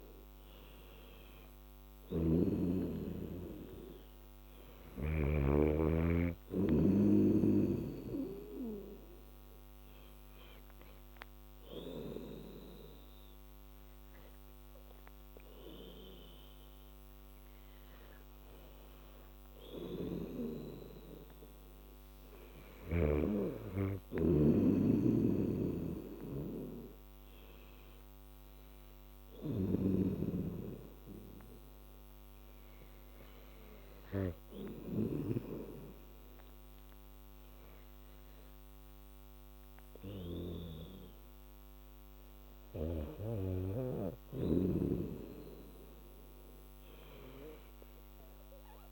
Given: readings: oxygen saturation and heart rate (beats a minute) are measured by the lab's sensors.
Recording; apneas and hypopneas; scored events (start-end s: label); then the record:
breathing in sleep by a microphone on the trachea; none
0.00-5.50 s: snoring (device-marked)
25.00-35.50 s: snoring (device-marked)
From the record:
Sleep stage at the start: N2 (light sleep); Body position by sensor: on the back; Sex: female